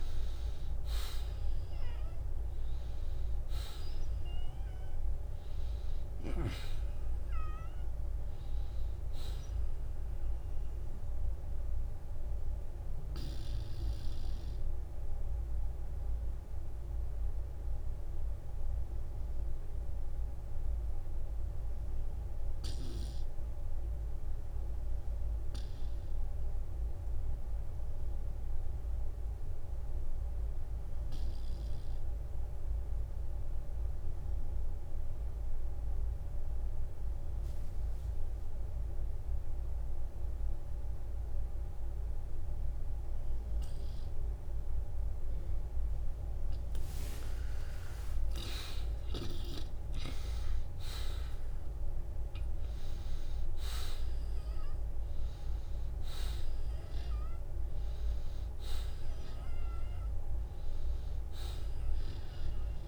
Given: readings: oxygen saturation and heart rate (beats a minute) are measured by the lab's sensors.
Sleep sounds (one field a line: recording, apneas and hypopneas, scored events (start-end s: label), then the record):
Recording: breathing in sleep by a room microphone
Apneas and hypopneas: 1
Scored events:
0.00-1.00 s: oxygen desaturation (device-marked, oxygen 91% lowest, heart rate 51 extreme)
0.00-3.00 s: arousal
11.00-45.00 s: obstructive apnea (oxygen 96% before, 84% lowest, heart rate 65 before, 47 extreme, up 14 after)
22.00-24.00 s: long interval between heartbeats (device-marked, heart rate 60 before, 55 extreme)
22.00-35.00 s: oxygen desaturation (device-marked, oxygen 92% before, 84% lowest, heart rate 60 before, 47 extreme)
47.50-53.00 s: arousal
From the record:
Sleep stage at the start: N2 (light sleep)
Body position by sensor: on the back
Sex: male